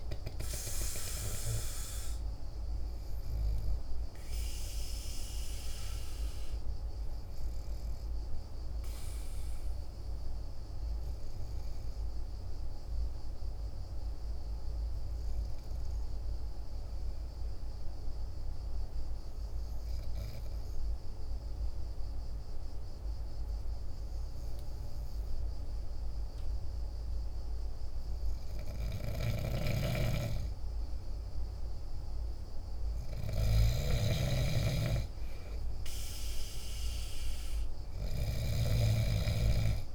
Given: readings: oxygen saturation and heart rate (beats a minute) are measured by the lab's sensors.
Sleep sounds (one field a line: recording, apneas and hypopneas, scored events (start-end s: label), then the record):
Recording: breathing in sleep by a room microphone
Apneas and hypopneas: 1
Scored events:
0.00-16.00 s: oxygen desaturation (device-marked, oxygen 91% lowest, heart rate 47 extreme)
9.00-27.50 s: hypopnea (oxygen 97% before, 92% lowest, heart rate 56 before, 47 extreme, up 3 after)
29.00-39.95 s: snoring (device-marked)
30.00-33.50 s: arousal
34.00-39.95 s: oxygen desaturation (device-marked, oxygen 98% before, 92% lowest, heart rate 49 before, 50 extreme)
From the record:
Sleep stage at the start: N2 (light sleep)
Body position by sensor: on the back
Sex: male